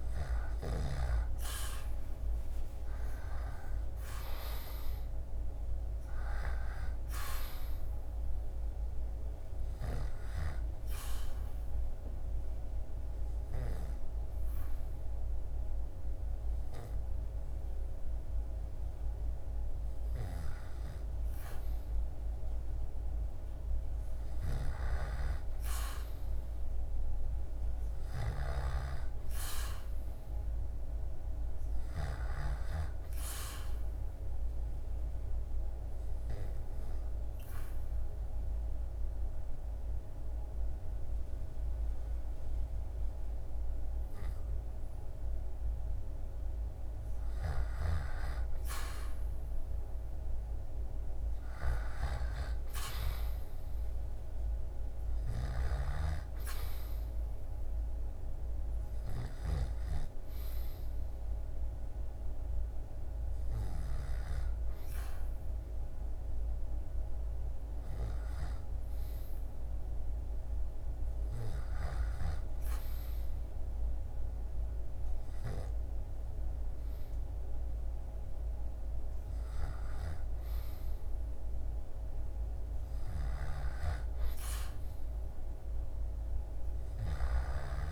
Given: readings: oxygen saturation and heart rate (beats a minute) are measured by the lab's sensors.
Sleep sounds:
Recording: breathing in sleep by a room microphone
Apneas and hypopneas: 3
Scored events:
0.00-17.50 s: oxygen desaturation (device-marked, oxygen 93% lowest, heart rate 71 extreme)
10.00-21.50 s: obstructive apnea (oxygen 97% before, 92% lowest, heart rate 77 before, 71 extreme, up 8 after)
19.00-31.00 s: snoring (device-marked)
23.50-27.00 s: arousal
28.50-45.50 s: oxygen desaturation (device-marked, oxygen 98% before, 95% lowest, heart rate 75 before, 67 extreme)
33.00-46.50 s: obstructive apnea (oxygen 98% before, 92% lowest, heart rate 75 before, 67 extreme, up 2 after)
46.50-63.00 s: snoring (device-marked)
50.00-54.00 s: arousal
55.50-73.50 s: oxygen desaturation (device-marked, oxygen 97% before, 92% lowest, heart rate 74 before, 67 extreme)
60.50-78.00 s: hypopnea (oxygen 97% before, 92% lowest, heart rate 74 before, 69 extreme, up 6 after)
78.50-87.92 s: snoring (device-marked)
80.00-85.00 s: arousal
From the record:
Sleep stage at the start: N2 (light sleep)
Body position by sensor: on the back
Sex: male

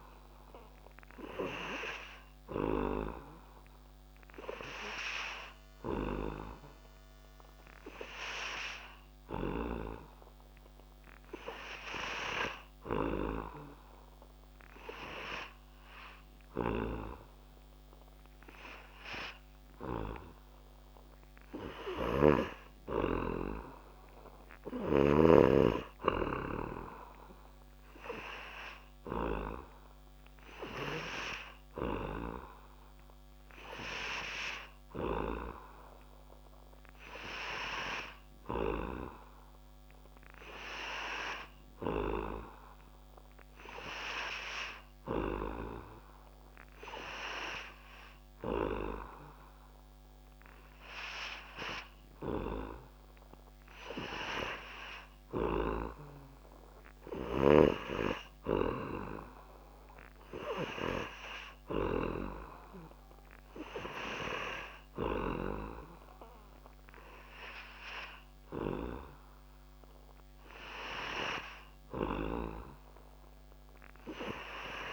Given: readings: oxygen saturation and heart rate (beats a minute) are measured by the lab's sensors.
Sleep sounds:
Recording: breathing in sleep by a microphone on the trachea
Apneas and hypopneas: none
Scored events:
none scored
From the record:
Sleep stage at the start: N3 (deep sleep)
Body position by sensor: on the back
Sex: male

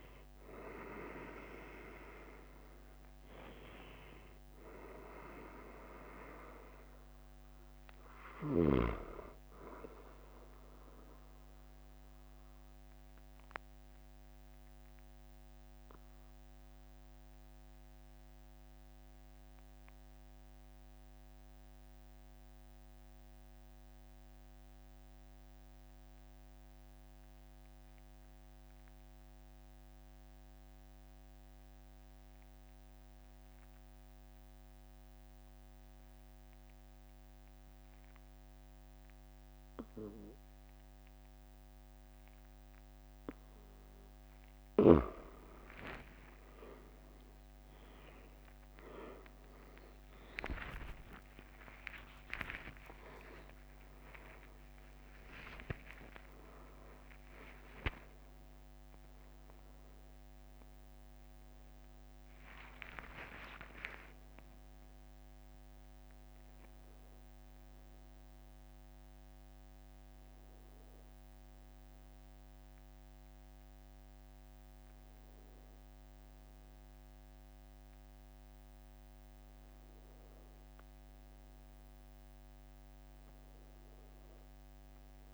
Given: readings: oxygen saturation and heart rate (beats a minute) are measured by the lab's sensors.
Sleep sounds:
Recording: a person partly awake in a sleep study, by a microphone on the trachea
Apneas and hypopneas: 1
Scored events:
0.00-24.00 s: oxygen desaturation (device-marked, oxygen 91% lowest, heart rate 41 extreme)
12.00-43.50 s: mixed apnea (oxygen 97% before, 91% lowest, heart rate 46 before, 41 extreme, up 41 after)
45.00-64.00 s: oxygen desaturation (device-marked, oxygen 97% before, 92% lowest, heart rate 43 before, 50 extreme)
48.00-78.00 s: new sleep stage, awake
50.00-52.00 s: long interval between heartbeats (device-marked, heart rate 45 before, 62 extreme)
53.00-55.00 s: long interval between heartbeats (device-marked, heart rate 51 before, 127 extreme)
55.00-57.00 s: long interval between heartbeats (device-marked, heart rate 59 before, 148 extreme)
57.00-59.00 s: long interval between heartbeats (device-marked, heart rate 71 before, 148 extreme)
63.50-65.50 s: long interval between heartbeats (device-marked, heart rate 94 before, 85 extreme)
78.00-85.34 s: new sleep stage, N1 (lightest sleep)
From the record:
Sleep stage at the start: N2 (light sleep)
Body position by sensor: on the back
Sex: male

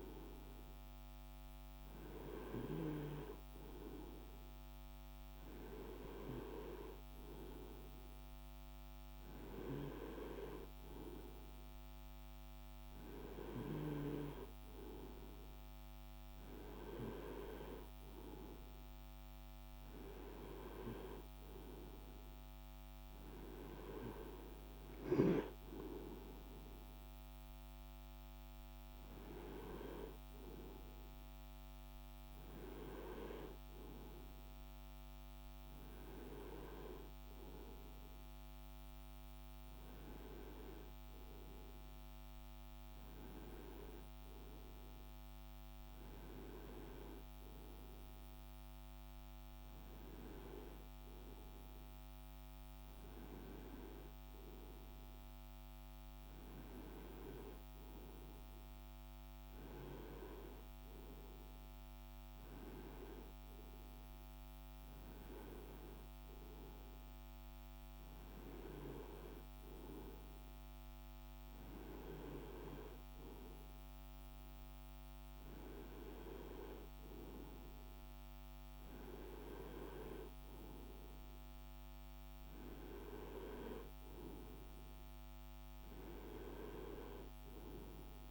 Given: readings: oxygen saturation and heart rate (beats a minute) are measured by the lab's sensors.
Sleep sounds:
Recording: breathing in sleep by a microphone on the trachea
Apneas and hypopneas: none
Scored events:
none scored
From the record:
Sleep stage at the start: N2 (light sleep)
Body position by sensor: on the right side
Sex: male

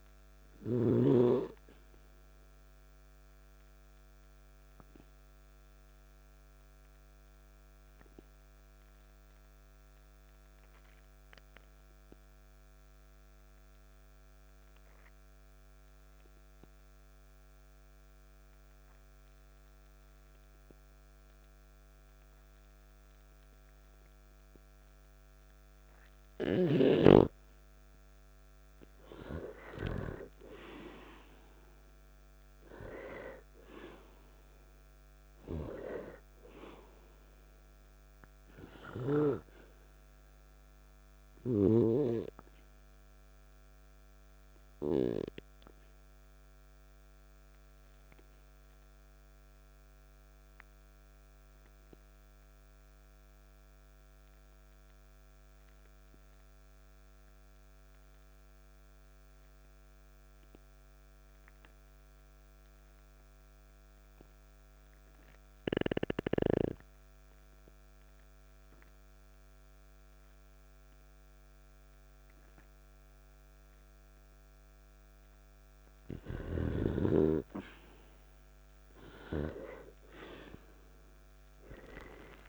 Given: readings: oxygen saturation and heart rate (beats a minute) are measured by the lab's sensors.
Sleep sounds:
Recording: breathing in sleep by a microphone on the trachea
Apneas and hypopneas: 2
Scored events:
0.00-1.00 s: snoring (device-marked)
3.00-27.50 s: obstructive apnea (oxygen 98% before, 92% lowest, heart rate 52 before, 49 extreme, up 3 after)
8.50-33.50 s: oxygen desaturation (device-marked, oxygen 99% before, 92% lowest, heart rate 54 before, 49 extreme)
30.00-34.50 s: arousal
38.50-42.00 s: snoring (device-marked)
44.50-76.50 s: obstructive apnea (oxygen 97% before, 90% lowest, heart rate 53 before, 44 extreme, up 17 after)
60.50-71.50 s: oxygen desaturation (device-marked, oxygen 96% before, 92% lowest, heart rate 54 before, 44 extreme)
80.00-82.49 s: arousal
From the record:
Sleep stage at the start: N2 (light sleep)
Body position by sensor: on the back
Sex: male

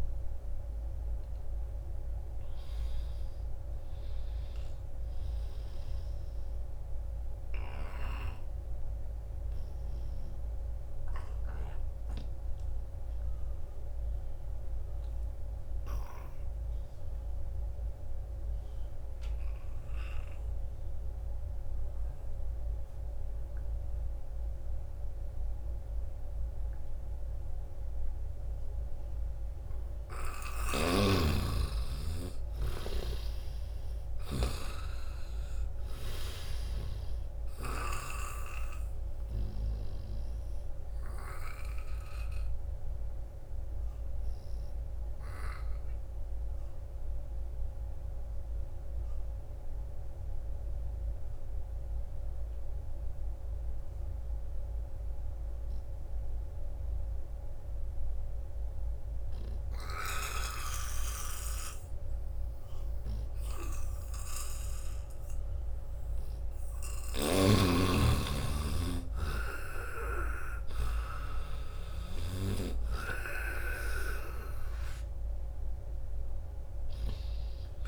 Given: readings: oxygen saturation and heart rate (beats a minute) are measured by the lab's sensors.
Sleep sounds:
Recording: breathing in sleep by a room microphone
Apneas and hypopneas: 2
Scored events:
0.00-14.00 s: oxygen desaturation (device-marked, oxygen 85% lowest, heart rate 71 extreme)
7.00-29.50 s: obstructive apnea (oxygen 97% before, 85% lowest, heart rate 80 before, 71 extreme, up 4 after)
30.50-34.50 s: snoring (device-marked)
31.00-53.00 s: oxygen desaturation (device-marked, oxygen 97% before, 86% lowest, heart rate 81 before, 67 extreme)
31.50-34.50 s: arousal
36.50-40.00 s: snoring (device-marked)
39.50-66.50 s: obstructive apnea (oxygen 98% before, 85% lowest, heart rate 77 before, 67 extreme, up 9 after)
64.00-77.88 s: oxygen desaturation (device-marked, oxygen 97% before, 85% lowest, heart rate 77 before, 69 extreme)
67.00-72.00 s: snoring (device-marked)
68.50-72.00 s: arousal
From the record:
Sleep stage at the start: N2 (light sleep)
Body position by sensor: on the back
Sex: male

